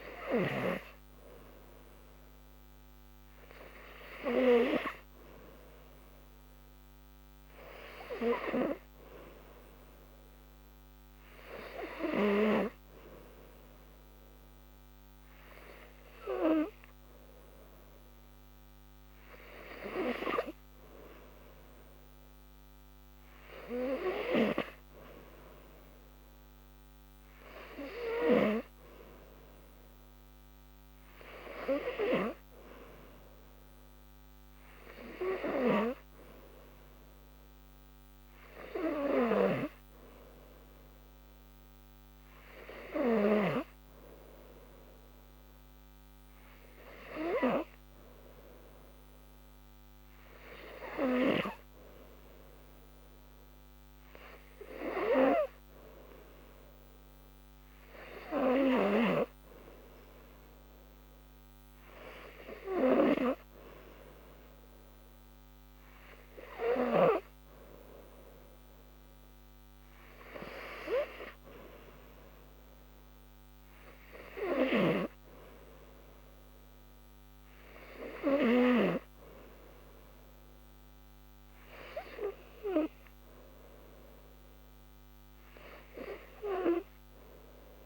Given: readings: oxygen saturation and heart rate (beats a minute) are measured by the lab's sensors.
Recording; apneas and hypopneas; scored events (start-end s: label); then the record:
breathing in sleep by a microphone on the trachea; none
none scored
From the record:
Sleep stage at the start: N3 (deep sleep); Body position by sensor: on the back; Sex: female